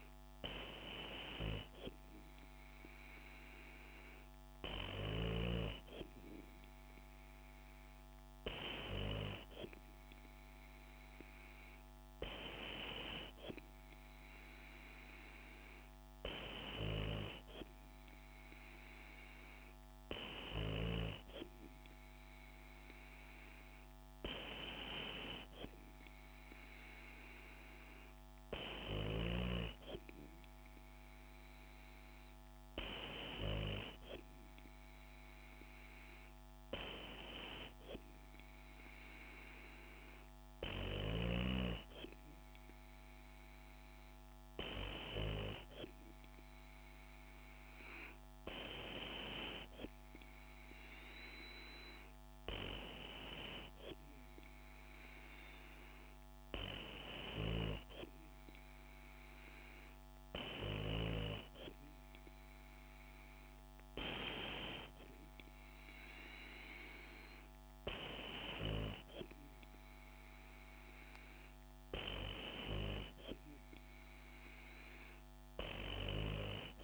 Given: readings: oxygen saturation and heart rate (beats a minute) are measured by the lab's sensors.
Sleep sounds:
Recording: breathing in sleep by a microphone on the trachea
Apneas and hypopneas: none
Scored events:
none scored
From the record:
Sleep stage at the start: N2 (light sleep)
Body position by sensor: on the back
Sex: female

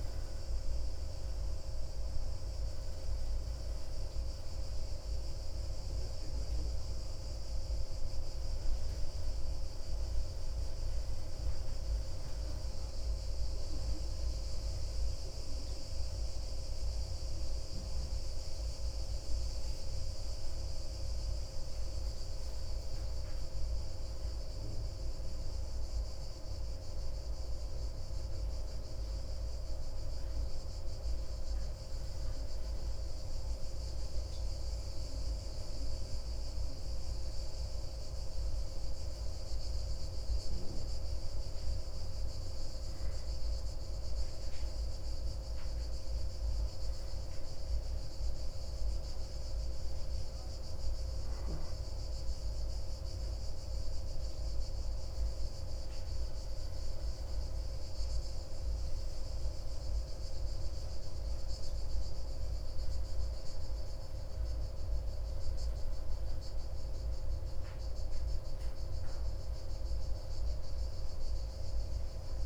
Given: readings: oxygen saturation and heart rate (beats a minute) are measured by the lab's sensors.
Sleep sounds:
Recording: a person partly awake in a sleep study, hard to hear, by a room microphone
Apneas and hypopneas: none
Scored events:
7.50-37.50 s: new sleep stage, N1 (lightest sleep)
37.50-72.45 s: new sleep stage, N2 (light sleep)
From the record:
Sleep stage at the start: awake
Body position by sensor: on the back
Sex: male

